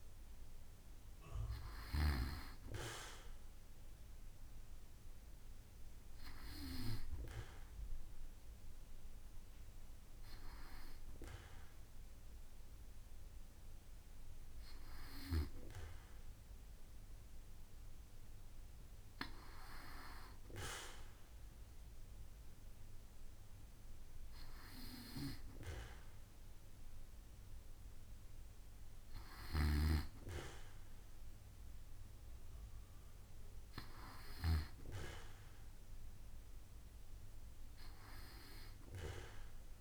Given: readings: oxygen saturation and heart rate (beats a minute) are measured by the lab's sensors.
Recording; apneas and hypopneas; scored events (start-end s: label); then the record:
breathing in sleep by a room microphone; none
0.00-1.00 s: arousal
From the record:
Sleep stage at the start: N2 (light sleep); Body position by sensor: on the back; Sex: male